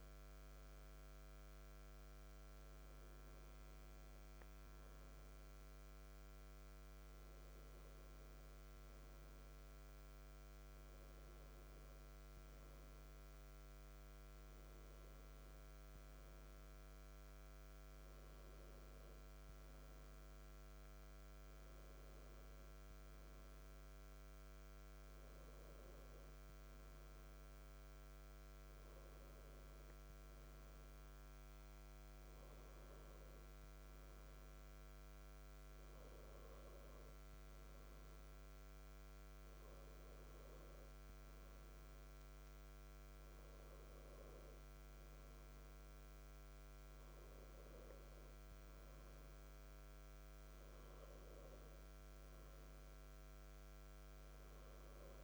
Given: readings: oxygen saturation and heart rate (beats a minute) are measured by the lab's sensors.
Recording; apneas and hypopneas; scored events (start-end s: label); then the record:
breathing in sleep, hard to hear, by a microphone on the trachea; none
none scored
From the record:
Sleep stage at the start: N1 (lightest sleep); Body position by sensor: on the back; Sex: male